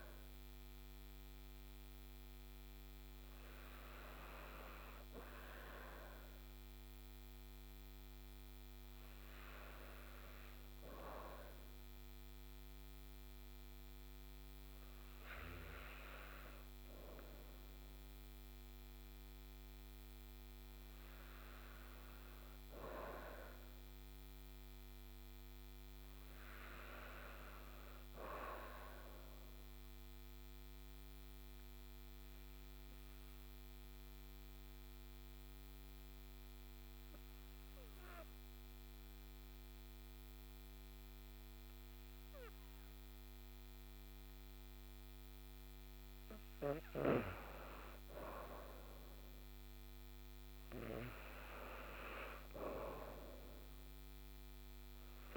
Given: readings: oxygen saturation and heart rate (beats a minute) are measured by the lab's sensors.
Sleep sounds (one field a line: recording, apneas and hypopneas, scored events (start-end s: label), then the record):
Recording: breathing in sleep by a microphone on the trachea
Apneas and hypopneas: 1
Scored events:
7.00-21.00 s: oxygen desaturation (device-marked, oxygen 97% before, 91% lowest, heart rate 77 before, 31 extreme)
19.50-24.50 s: arousal
31.00-45.50 s: obstructive apnea (oxygen 98% before, 89% lowest, heart rate 57 before, 43 extreme, up 26 after)
49.00-52.50 s: arousal
From the record:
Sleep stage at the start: N2 (light sleep)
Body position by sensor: on the back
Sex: female